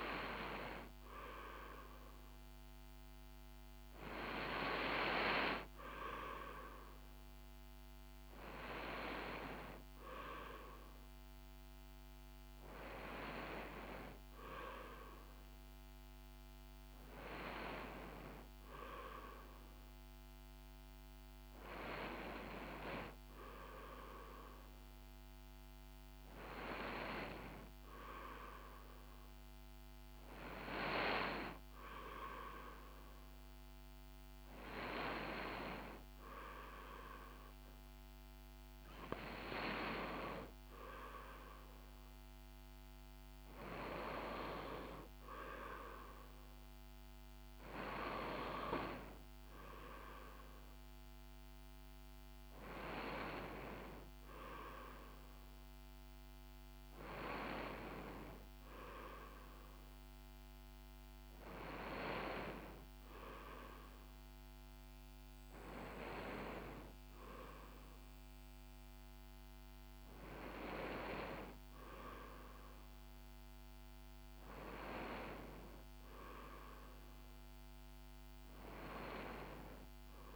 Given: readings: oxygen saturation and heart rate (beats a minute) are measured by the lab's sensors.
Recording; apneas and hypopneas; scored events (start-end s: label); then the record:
breathing in sleep by a microphone on the trachea; none
7.00-11.00 s: arousal
From the record:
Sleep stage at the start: N2 (light sleep); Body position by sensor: on the right side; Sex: female